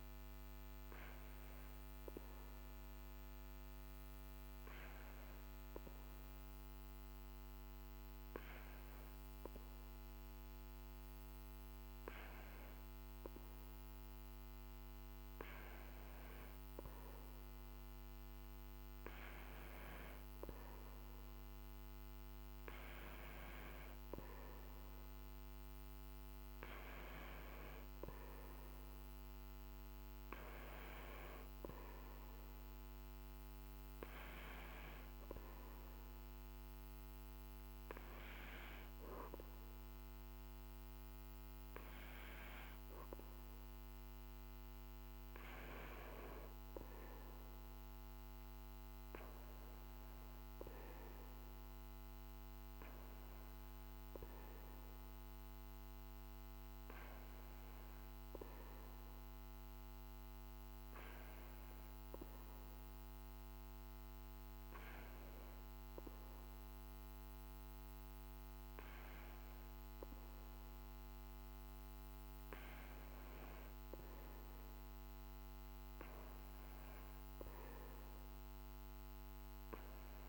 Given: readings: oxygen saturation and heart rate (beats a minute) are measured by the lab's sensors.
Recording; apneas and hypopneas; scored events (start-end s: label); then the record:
breathing in sleep by a microphone on the trachea; none
none scored
From the record:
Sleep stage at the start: N2 (light sleep); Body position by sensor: on the back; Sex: male